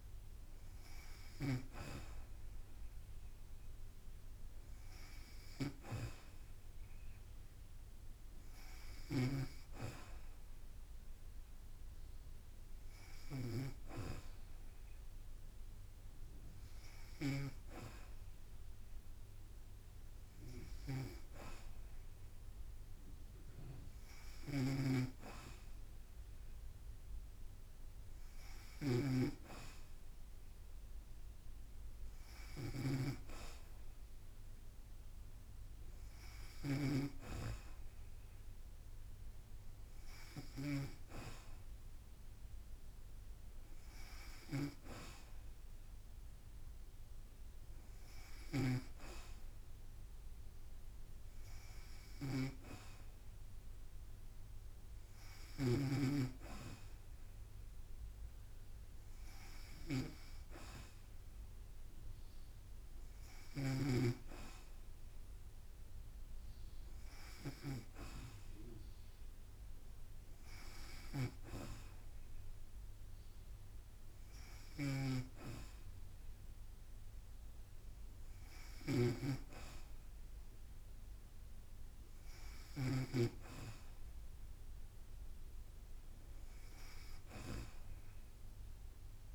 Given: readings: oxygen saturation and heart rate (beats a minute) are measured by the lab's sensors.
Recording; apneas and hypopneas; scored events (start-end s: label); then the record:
breathing in sleep by a room microphone; none
0.00-9.50 s: snoring (device-marked)
24.50-56.00 s: snoring (device-marked)
71.00-83.00 s: snoring (device-marked)
71.00-89.35 s: drop in pulse transit time (device-marked, heart rate 56 before, 56 extreme)
From the record:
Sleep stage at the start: N2 (light sleep); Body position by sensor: on the back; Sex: female